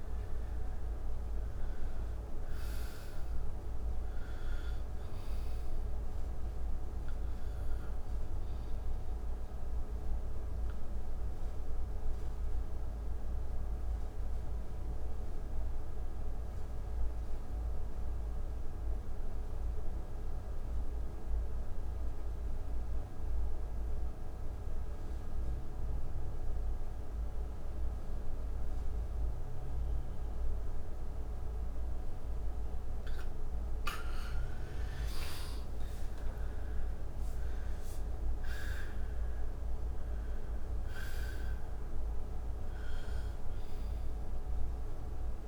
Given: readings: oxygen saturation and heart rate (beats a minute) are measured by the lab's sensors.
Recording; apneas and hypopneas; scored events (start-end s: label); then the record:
breathing in sleep, hard to hear, by a room microphone; 1
0.00-1.00 s: arousal
0.00-17.50 s: oxygen desaturation (device-marked, oxygen 84% lowest, heart rate 61 extreme)
9.00-33.00 s: obstructive apnea (oxygen 96% before, 80% lowest, heart rate 72 before, 62 extreme, up 18 after)
27.50-45.48 s: oxygen desaturation (device-marked, oxygen 98% before, 81% lowest, heart rate 67 before, 64 extreme)
35.00-39.50 s: arousal
From the record:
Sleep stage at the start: N2 (light sleep); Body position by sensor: on the back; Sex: male